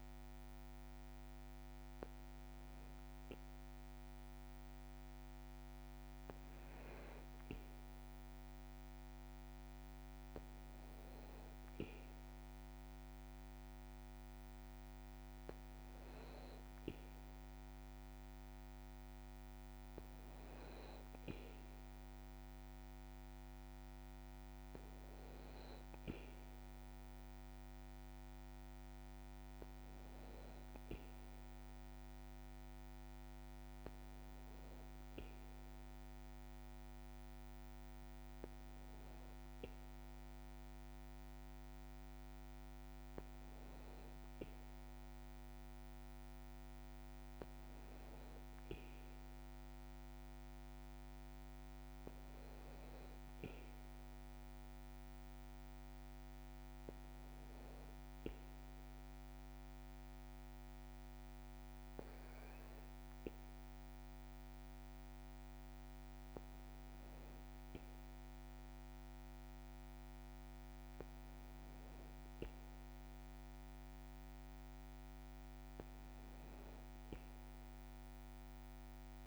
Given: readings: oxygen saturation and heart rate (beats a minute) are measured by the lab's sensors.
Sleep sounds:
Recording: breathing in sleep, hard to hear, by a microphone on the trachea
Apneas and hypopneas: none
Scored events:
none scored
From the record:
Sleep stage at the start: N2 (light sleep)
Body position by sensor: on the back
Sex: male

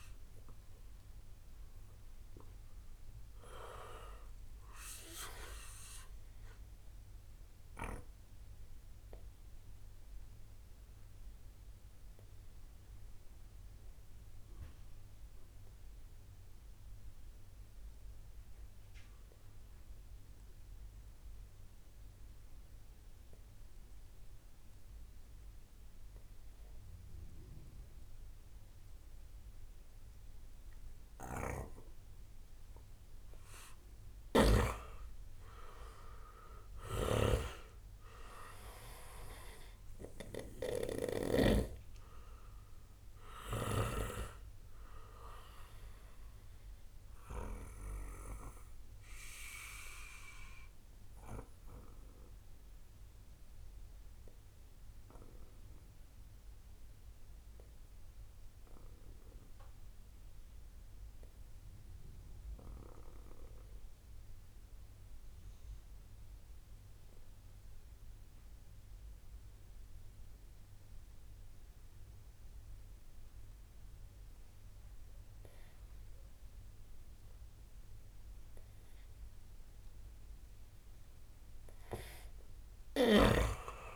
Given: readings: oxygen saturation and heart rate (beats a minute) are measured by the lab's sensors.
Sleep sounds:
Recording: breathing in sleep by a room microphone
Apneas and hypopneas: 2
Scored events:
6.50-32.50 s: obstructive apnea (oxygen 98% before, 92% lowest, heart rate 70 before, 67 extreme, up 20 after)
31.00-34.50 s: snoring (device-marked)
35.50-39.50 s: arousal
36.50-44.00 s: snoring (device-marked)
45.00-78.00 s: obstructive apnea (oxygen 97% before, 92% lowest, heart rate 76 before, 64 extreme, up 2 after)
79.00-83.00 s: arousal
79.00-83.96 s: oxygen desaturation (device-marked, oxygen 97% before, 92% lowest, heart rate 70 before, 58 extreme)
From the record:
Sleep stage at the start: N2 (light sleep)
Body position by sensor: on the right side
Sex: male

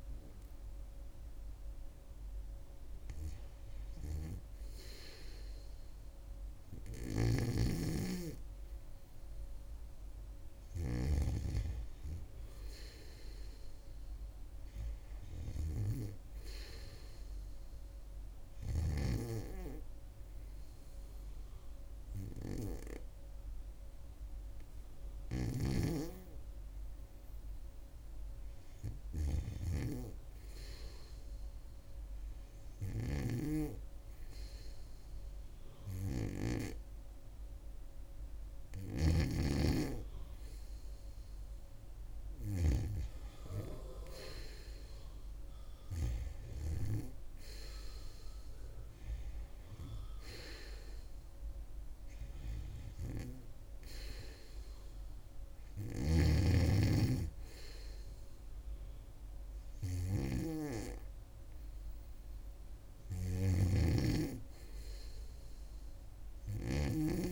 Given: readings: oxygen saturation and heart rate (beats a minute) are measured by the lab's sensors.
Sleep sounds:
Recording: breathing in sleep by a room microphone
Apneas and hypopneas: none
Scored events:
7.00-11.00 s: snoring (device-marked)
17.00-28.00 s: oxygen desaturation (device-marked, oxygen 95% before, 92% lowest, heart rate 67 before, 68 extreme)
63.00-66.50 s: snoring (device-marked)
From the record:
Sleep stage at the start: REM sleep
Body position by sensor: on the back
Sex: female

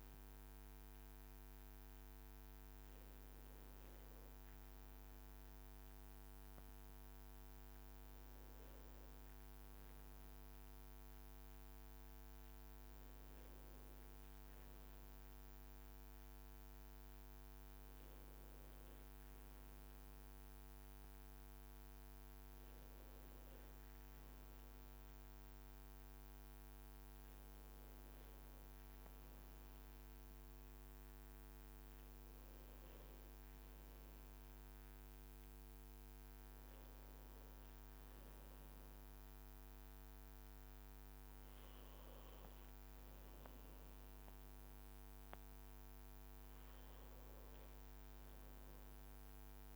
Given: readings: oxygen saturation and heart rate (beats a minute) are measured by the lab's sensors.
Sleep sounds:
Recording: a person awake in a sleep study, hard to hear, by a microphone on the trachea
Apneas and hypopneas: none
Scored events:
3.00-9.00 s: leg movement (device-marked)
18.50-28.50 s: leg movement (device-marked)
38.00-42.50 s: leg movement (device-marked)
From the record:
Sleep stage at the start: awake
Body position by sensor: on the right side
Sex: male

